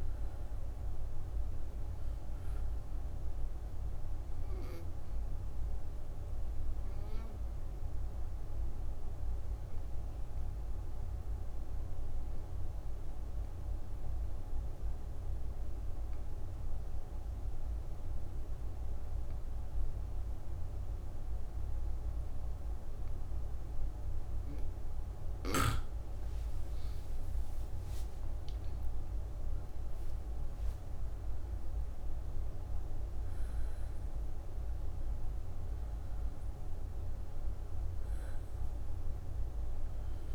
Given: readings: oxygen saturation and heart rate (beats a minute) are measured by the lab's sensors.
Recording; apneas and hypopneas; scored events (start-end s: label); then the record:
breathing in sleep, hard to hear, by a room microphone; 1
4.00-24.50 s: obstructive apnea (oxygen 98% before, 89% lowest, heart rate 85 before, 59 extreme, up 16 after)
8.00-19.00 s: oxygen desaturation (device-marked, oxygen 96% before, 93% lowest, heart rate 85 before, 62 extreme)
26.50-31.00 s: arousal
28.00-40.35 s: oxygen desaturation (device-marked, oxygen 98% before, 89% lowest, heart rate 64 before, 59 extreme)
From the record:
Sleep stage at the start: N2 (light sleep); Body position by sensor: on the back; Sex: female